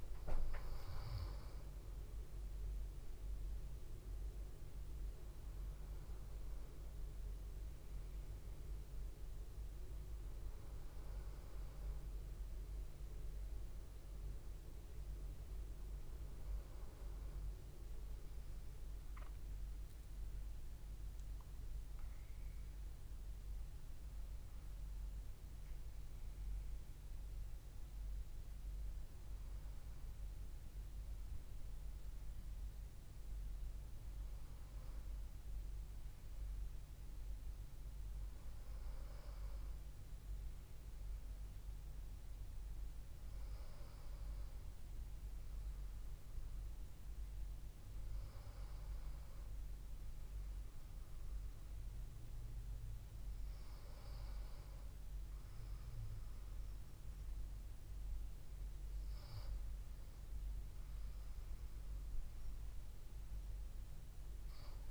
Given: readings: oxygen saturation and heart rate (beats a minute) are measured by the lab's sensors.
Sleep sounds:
a person partly awake in a sleep study, hard to hear, by a room microphone; none
30.00-60.00 s: new sleep stage, N1 (lightest sleep)
60.00-64.91 s: new sleep stage, N2 (light sleep)
From the record:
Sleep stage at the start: awake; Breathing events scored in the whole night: 459 in 5.0 hours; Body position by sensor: on the back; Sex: male

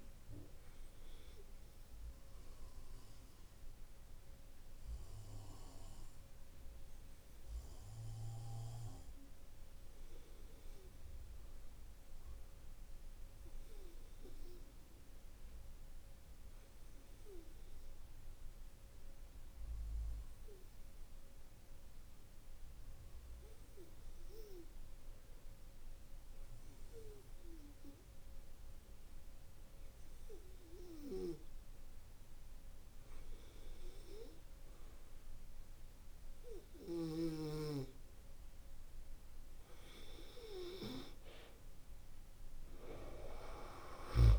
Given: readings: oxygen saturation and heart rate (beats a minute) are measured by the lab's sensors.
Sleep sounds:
breathing in sleep by a room microphone; 1
0.00-6.00 s: oxygen desaturation (device-marked, oxygen 91% lowest, heart rate 49 extreme)
1.50-38.00 s: obstructive apnea (oxygen 96% before, 88% lowest, heart rate 51 before, 49 extreme, up 9 after)
26.00-44.39 s: oxygen desaturation (device-marked, oxygen 94% before, 88% lowest, heart rate 51 before, 48 extreme)
41.50-44.39 s: arousal
From the record:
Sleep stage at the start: REM sleep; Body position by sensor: on the back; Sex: male

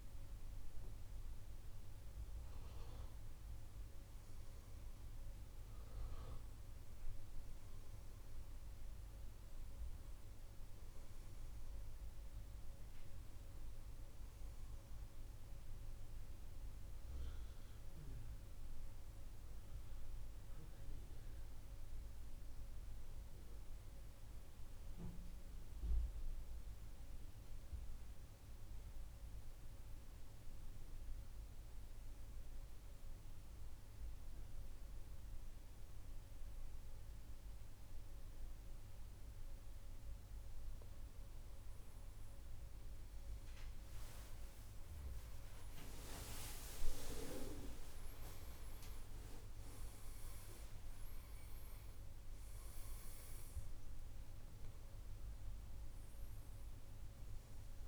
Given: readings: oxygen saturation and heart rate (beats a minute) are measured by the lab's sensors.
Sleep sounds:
breathing in sleep, hard to hear, by a room microphone; 1
0.00-2.00 s: arousal
0.00-16.00 s: oxygen desaturation (device-marked, oxygen 97% before, 94% lowest, heart rate 71 before, 67 extreme)
29.50-41.50 s: mixed apnea (oxygen 97% before, 93% lowest, heart rate 71 before, 67 extreme, up 11 after)
43.00-46.50 s: arousal
44.00-57.88 s: oxygen desaturation (device-marked, oxygen 96% before, 93% lowest, heart rate 68 before, 69 extreme)
From the record:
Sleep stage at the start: N2 (light sleep); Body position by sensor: on the back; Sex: male

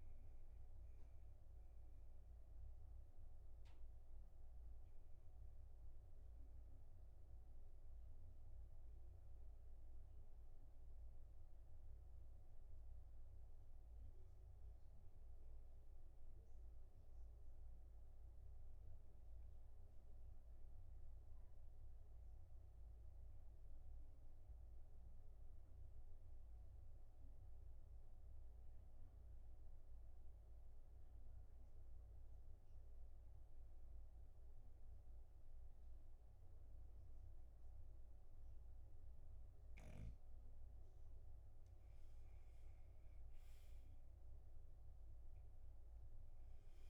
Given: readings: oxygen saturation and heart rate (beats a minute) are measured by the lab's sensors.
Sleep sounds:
breathing in sleep, hard to hear, by a room microphone; 1
0.50-38.50 s: obstructive apnea (oxygen 98% before, 90% lowest, heart rate 50 before, 38 extreme, up 6 after)
42.00-46.50 s: arousal
From the record:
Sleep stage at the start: N2 (light sleep); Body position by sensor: on the back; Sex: male

